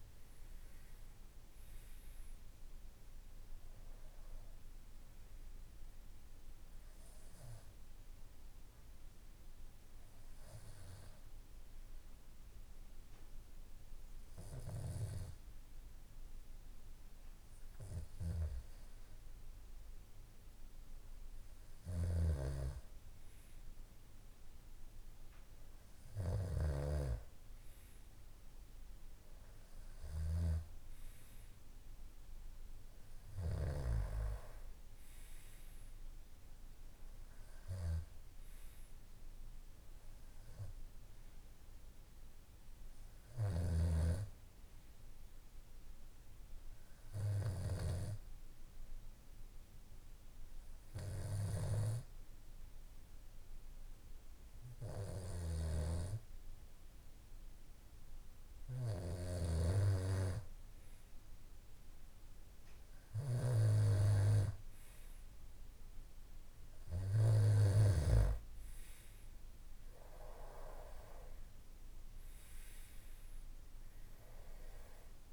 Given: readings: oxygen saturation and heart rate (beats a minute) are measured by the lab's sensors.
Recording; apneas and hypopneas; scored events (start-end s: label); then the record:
breathing in sleep by a room microphone; 2
1.50-5.50 s: arousal
9.00-20.50 s: hypopnea (oxygen 94% before, 91% lowest, heart rate 63 before, 56 extreme, up 4 after)
22.00-26.00 s: arousal
41.00-44.50 s: arousal
47.50-61.00 s: hypopnea (oxygen 94% before, 91% lowest, heart rate 58 before, 57 extreme, up 1 after)
59.00-68.00 s: snoring (device-marked)
62.00-66.00 s: arousal
71.50-75.32 s: oxygen desaturation (device-marked, oxygen 94% before, 91% lowest, heart rate 58 before, 55 extreme)
From the record:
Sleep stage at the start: N2 (light sleep); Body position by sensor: on the back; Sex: male